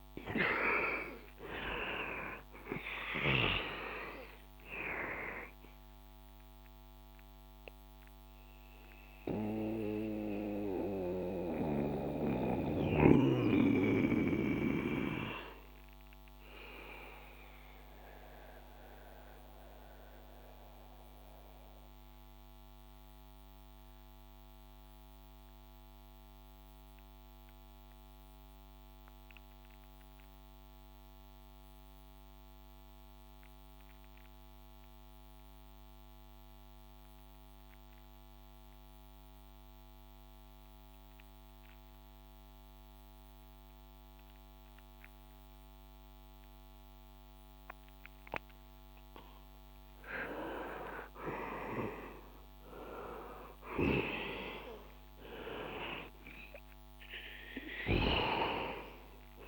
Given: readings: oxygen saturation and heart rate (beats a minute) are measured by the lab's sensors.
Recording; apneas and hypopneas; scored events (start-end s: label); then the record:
breathing in sleep by a microphone on the trachea; 1
0.00-30.00 s: oxygen desaturation (device-marked, oxygen 78% lowest, heart rate 59 extreme)
7.00-48.50 s: mixed apnea (oxygen 98% before, 78% lowest, heart rate 68 before, 59 extreme, up 12 after)
45.00-59.48 s: oxygen desaturation (device-marked, oxygen 98% before, 81% lowest, heart rate 64 before, 58 extreme)
51.00-56.50 s: arousal
From the record:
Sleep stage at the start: REM sleep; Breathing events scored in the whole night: 440 in 6.9 hours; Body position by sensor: on the back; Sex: male